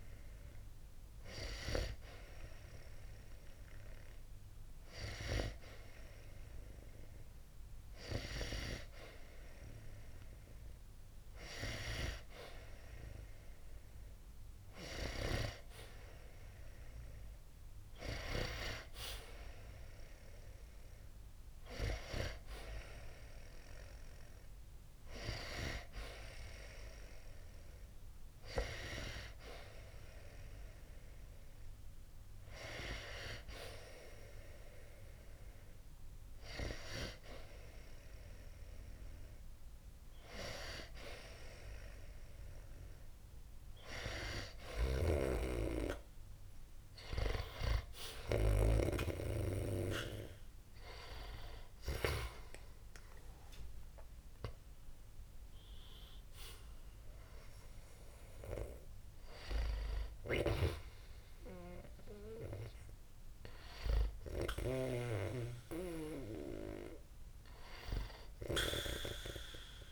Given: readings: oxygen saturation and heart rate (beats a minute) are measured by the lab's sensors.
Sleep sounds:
breathing in sleep by a room microphone; 1
0.00-7.00 s: oxygen desaturation (device-marked, oxygen 90% lowest, heart rate 60 extreme)
0.50-10.50 s: hypopnea (oxygen 94% before, 90% lowest, heart rate 63 before, 60 extreme, up 0 after)
12.00-16.00 s: arousal
44.00-48.00 s: snoring (device-marked)
59.50-64.50 s: snoring (device-marked)
From the record:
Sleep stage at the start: N2 (light sleep); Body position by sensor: on the back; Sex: male

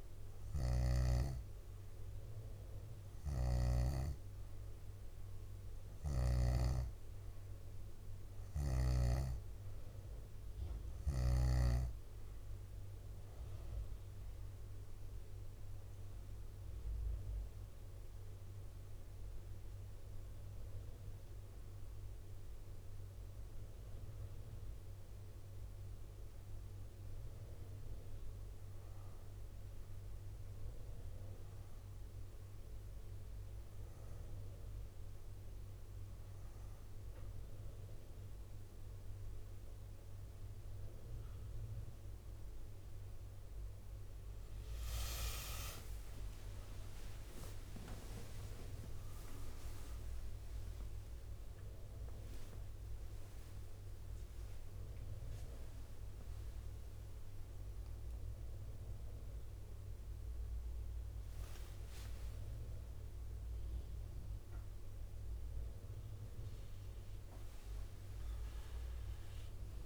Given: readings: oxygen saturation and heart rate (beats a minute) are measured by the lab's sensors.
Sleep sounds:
a person partly awake in a sleep study, by a room microphone; none
3.00-6.50 s: snoring (device-marked)
19.00-22.50 s: arousal
44.00-69.86 s: new sleep stage, awake
47.00-60.00 s: drop in pulse transit time (device-marked, heart rate 74 before, 83 extreme)
61.00-63.00 s: leg movement (device-marked)
67.00-69.50 s: leg movement (device-marked)
From the record:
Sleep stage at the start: N2 (light sleep); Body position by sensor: on the back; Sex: female

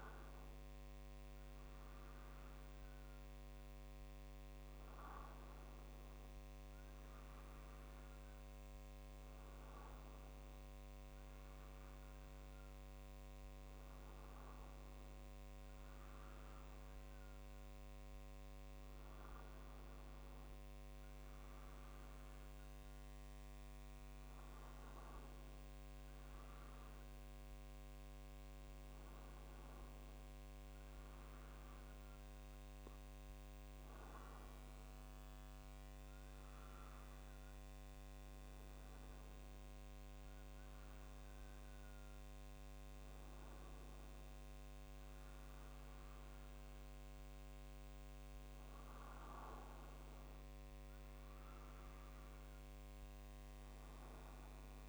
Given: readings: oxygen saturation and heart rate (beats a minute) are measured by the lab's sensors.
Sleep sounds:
breathing in sleep, hard to hear, by a microphone on the trachea; none
47.50-54.89 s: new sleep stage, N2 (light sleep)
48.00-53.00 s: arousal
From the record:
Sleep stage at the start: N1 (lightest sleep); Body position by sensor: on the right side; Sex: male

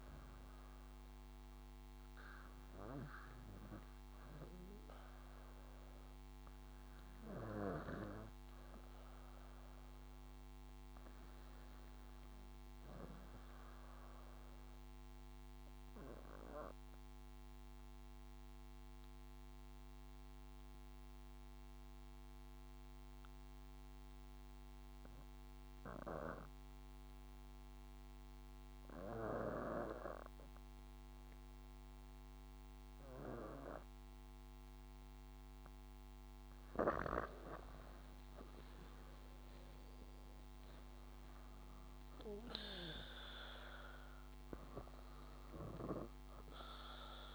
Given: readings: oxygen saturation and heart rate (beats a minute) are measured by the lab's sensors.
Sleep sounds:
breathing in sleep by a microphone on the trachea; 1
0.00-2.50 s: arousal
0.00-2.50 s: drop in pulse transit time (device-marked, heart rate 49 extreme)
16.00-36.50 s: obstructive apnea (oxygen 99% before, 94% lowest, heart rate 59 before, 55 extreme, up 15 after)
18.50-28.50 s: drop in pulse transit time (device-marked, heart rate 59 before, 55 extreme)
37.50-40.50 s: leg movement (device-marked)
38.00-42.50 s: arousal
39.50-47.35 s: drop in pulse transit time (device-marked, heart rate 58 before, 62 extreme)
43.50-47.35 s: oxygen desaturation (device-marked, oxygen 97% before, 94% lowest, heart rate 60 before, 57 extreme)
From the record:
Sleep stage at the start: REM sleep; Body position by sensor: on the back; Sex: female

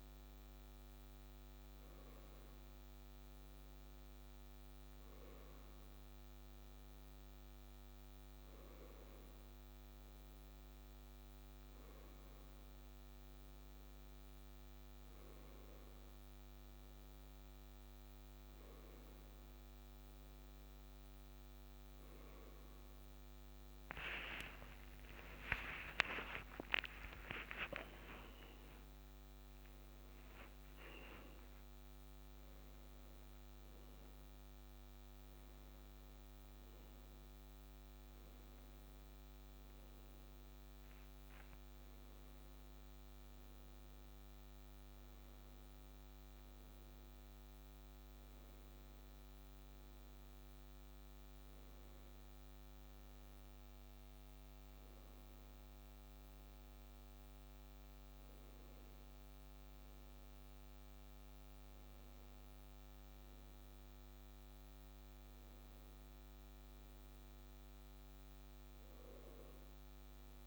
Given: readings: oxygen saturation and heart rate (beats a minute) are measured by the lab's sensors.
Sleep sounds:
a person partly awake in a sleep study, by a microphone on the trachea; none
23.00-53.00 s: new sleep stage, awake
53.00-70.47 s: new sleep stage, N1 (lightest sleep)
From the record:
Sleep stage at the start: N1 (lightest sleep); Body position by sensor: on the left side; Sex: male

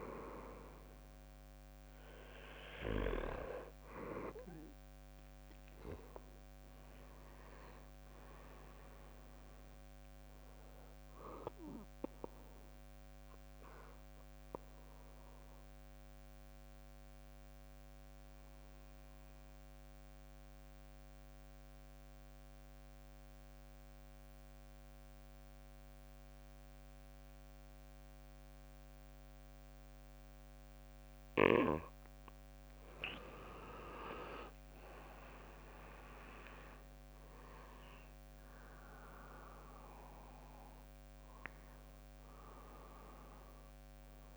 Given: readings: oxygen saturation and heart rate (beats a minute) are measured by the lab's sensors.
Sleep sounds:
breathing in sleep by a microphone on the trachea; 1
7.00-11.00 s: arousal
15.50-31.50 s: mixed apnea (oxygen 96% before, 90% lowest, heart rate 65 before, 53 extreme, up 14 after)
33.00-34.50 s: leg movement (device-marked)
33.50-37.50 s: arousal
33.50-44.37 s: oxygen desaturation (device-marked, oxygen 96% before, 90% lowest, heart rate 61 before, 53 extreme)
35.50-44.37 s: drop in pulse transit time (device-marked, heart rate 61 before, 58 extreme)
From the record:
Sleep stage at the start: N2 (light sleep); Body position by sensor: on the back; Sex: male

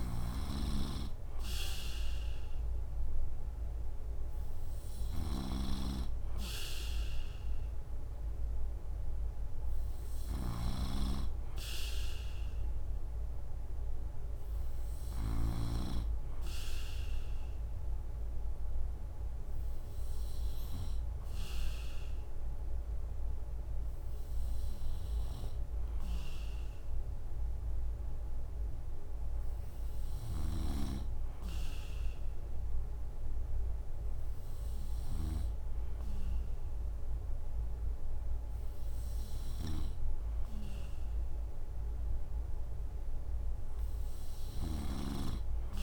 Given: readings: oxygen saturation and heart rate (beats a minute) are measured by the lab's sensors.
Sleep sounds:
breathing in sleep by a room microphone; none
0.00-15.50 s: snoring (device-marked)
11.50-45.83 s: new sleep stage, N3 (deep sleep)
39.00-45.83 s: snoring (device-marked)
From the record:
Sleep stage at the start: N2 (light sleep); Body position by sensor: on the right side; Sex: male

